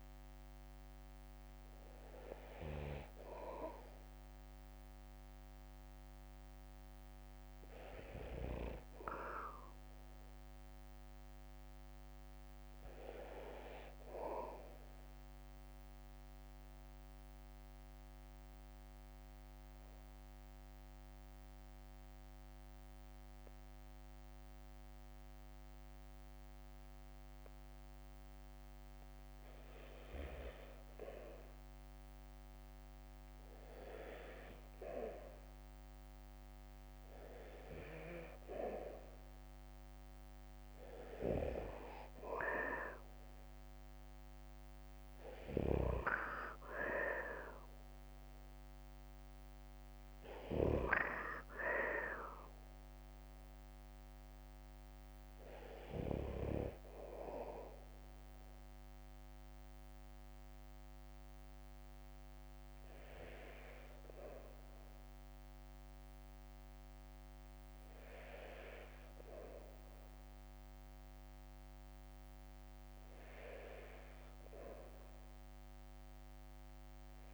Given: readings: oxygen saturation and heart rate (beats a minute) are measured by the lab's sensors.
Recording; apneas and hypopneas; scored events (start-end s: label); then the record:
breathing in sleep by a microphone on the trachea; 1
0.00-5.50 s: arousal
11.50-43.50 s: bradycardia (device-marked, heart rate 58 before, 46 extreme)
14.50-30.50 s: obstructive apnea (oxygen 99% before, 92% lowest, heart rate 65 before, 46 extreme)
36.00-40.00 s: arousal
41.50-55.50 s: drop in pulse transit time (device-marked, heart rate 51 before, 53 extreme)
50.50-77.34 s: bradycardia (device-marked, heart rate 57 before, 48 extreme)
67.50-74.50 s: oxygen desaturation (device-marked, oxygen 97% before, 92% lowest, heart rate 58 before, 48 extreme)
From the record:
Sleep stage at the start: N2 (light sleep); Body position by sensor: on the back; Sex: male